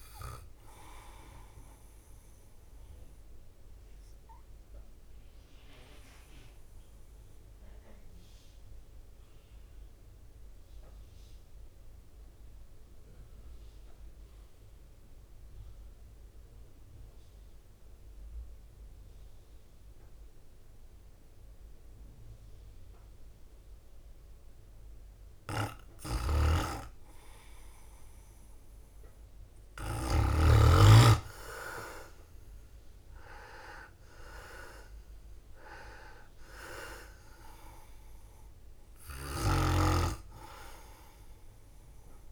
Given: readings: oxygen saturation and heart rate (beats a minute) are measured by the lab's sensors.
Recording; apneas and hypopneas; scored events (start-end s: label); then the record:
breathing in sleep by a room microphone; 1
0.00-4.00 s: drop in pulse transit time (device-marked, heart rate 55 extreme)
2.00-26.00 s: mixed apnea (oxygen 99% before, 95% lowest, heart rate 61 before, 52 extreme, up 7 after)
25.50-30.00 s: snoring (device-marked)
31.00-42.32 s: drop in pulse transit time (device-marked, heart rate 54 before, 53 extreme)
31.50-36.50 s: arousal
33.50-35.50 s: leg movement (device-marked)
From the record:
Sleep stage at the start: N2 (light sleep); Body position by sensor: on the right side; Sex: male